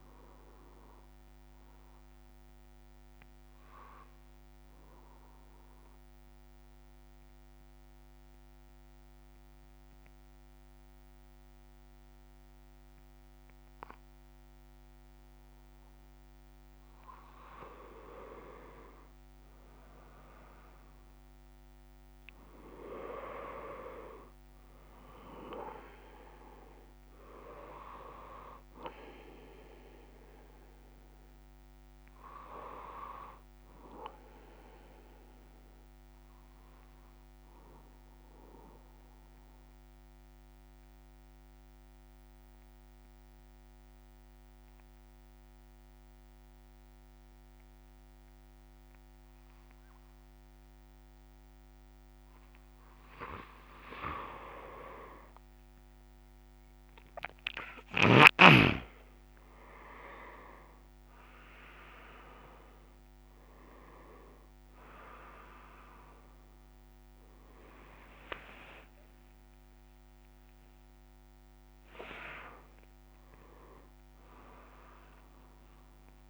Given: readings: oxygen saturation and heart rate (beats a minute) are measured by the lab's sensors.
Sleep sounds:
breathing in sleep by a microphone on the trachea; 2
5.00-18.00 s: mixed apnea (oxygen 99% before, 95% lowest)
32.00-46.00 s: oxygen desaturation (device-marked, oxygen 99% before, 95% lowest)
38.00-52.50 s: obstructive apnea (oxygen 100% before, 94% lowest)
From the record:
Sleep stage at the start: N1 (lightest sleep); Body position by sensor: on the back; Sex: male

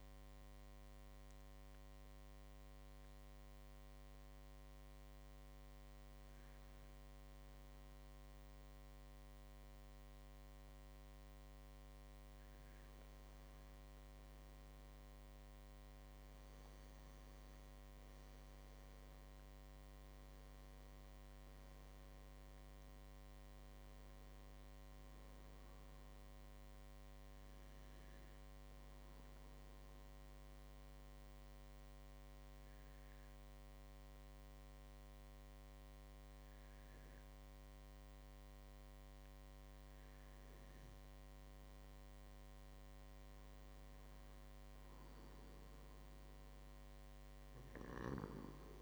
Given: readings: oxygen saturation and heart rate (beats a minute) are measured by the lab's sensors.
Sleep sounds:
breathing in sleep, hard to hear, by a microphone on the trachea; 2
1.00-13.50 s: mixed apnea (oxygen 99% before, 94% lowest, heart rate 108 before, 53 extreme, up 10 after)
10.50-48.82 s: new sleep stage, N2 (light sleep)
17.50-22.00 s: arousal
20.50-36.50 s: oxygen desaturation (device-marked, oxygen 99% before, 94% lowest, heart rate 49 before, 57 extreme)
28.50-41.50 s: obstructive apnea (oxygen 99% before, 93% lowest, heart rate 60 before, 57 extreme, up 2 after)
43.50-47.00 s: arousal
From the record:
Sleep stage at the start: N1 (lightest sleep); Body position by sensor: on the back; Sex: male

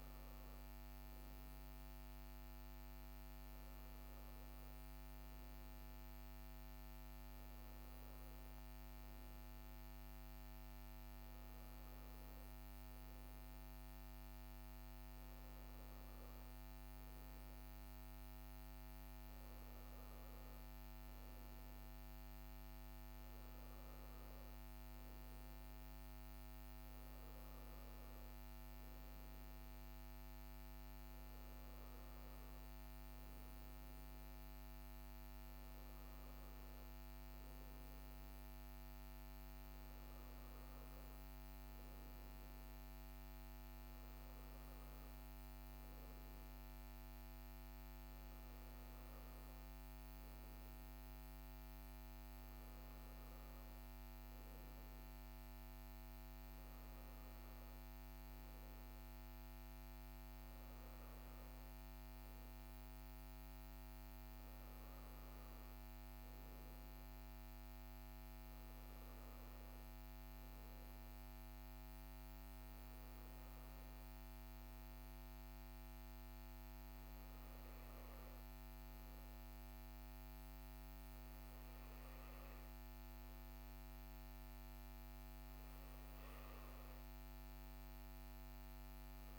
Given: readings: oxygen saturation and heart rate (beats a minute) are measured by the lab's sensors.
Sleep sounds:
breathing in sleep, hard to hear, by a microphone on the trachea; none
none scored
From the record:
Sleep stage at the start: N1 (lightest sleep); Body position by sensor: on the right side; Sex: male

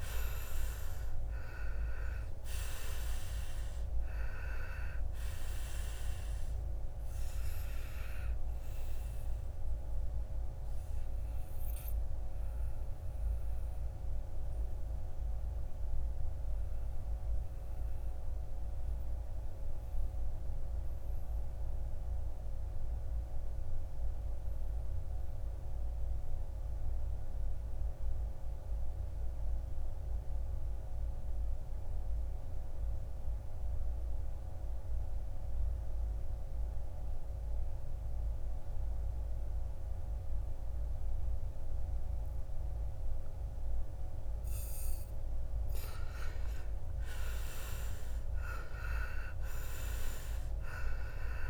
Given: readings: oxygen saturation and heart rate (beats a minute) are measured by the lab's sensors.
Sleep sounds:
breathing in sleep by a room microphone; 1
0.00-17.00 s: oxygen desaturation (device-marked, oxygen 77% lowest, heart rate 54 extreme)
11.00-44.50 s: obstructive apnea (oxygen 93% before, 77% lowest, heart rate 70 before, 54 extreme, up 11 after)
36.00-51.49 s: oxygen desaturation (device-marked, oxygen 99% before, 77% lowest, heart rate 56 before, 54 extreme)
46.00-50.50 s: arousal
From the record:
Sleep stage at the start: N2 (light sleep); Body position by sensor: on the back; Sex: male

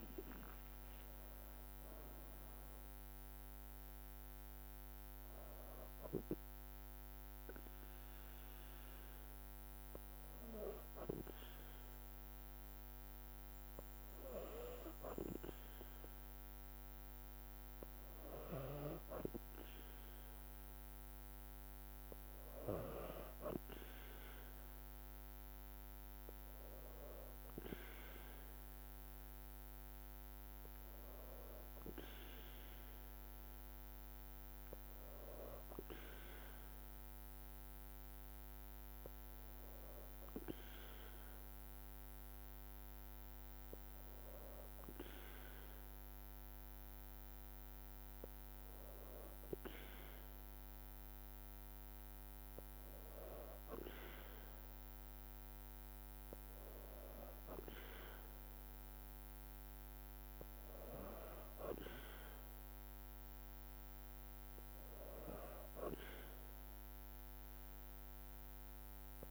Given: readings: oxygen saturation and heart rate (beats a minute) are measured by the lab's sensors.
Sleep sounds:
breathing in sleep by a microphone on the trachea; 1
0.00-2.00 s: long interval between heartbeats (device-marked, heart rate 55 before, 66 extreme)
0.00-10.50 s: drop in pulse transit time (device-marked, heart rate 55 extreme)
0.00-10.50 s: oxygen desaturation (device-marked, oxygen 94% lowest, heart rate 52 extreme)
8.50-18.50 s: hypopnea (oxygen 98% before, 94% lowest, heart rate 61 before, 52 extreme, up 4 after)
24.00-28.50 s: arousal
From the record:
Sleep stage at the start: N2 (light sleep); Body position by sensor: on the back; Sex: female

